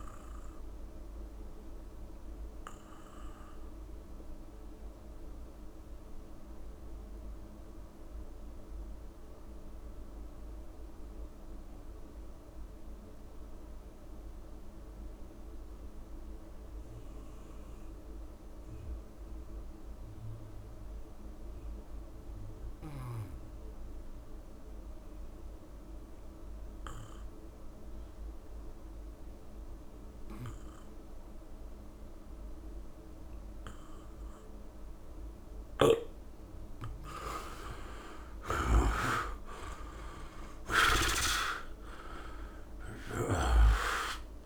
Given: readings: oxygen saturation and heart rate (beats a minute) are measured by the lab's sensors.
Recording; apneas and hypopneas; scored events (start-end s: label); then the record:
breathing in sleep by a room microphone; 1
0.00-13.00 s: oxygen desaturation (device-marked, oxygen 81% lowest, heart rate 63 extreme)
0.50-35.50 s: obstructive apnea (oxygen 99% before, 81% lowest, heart rate 59 before, 25 extreme, up 4 after)
25.00-44.46 s: oxygen desaturation (device-marked, oxygen 99% before, 81% lowest, heart rate 66 before, 25 extreme)
35.50-43.50 s: snoring (device-marked)
37.00-39.00 s: long interval between heartbeats (device-marked, heart rate 67 before, 70 extreme)
37.00-41.50 s: arousal
From the record:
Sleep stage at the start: N2 (light sleep); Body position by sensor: on the back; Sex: male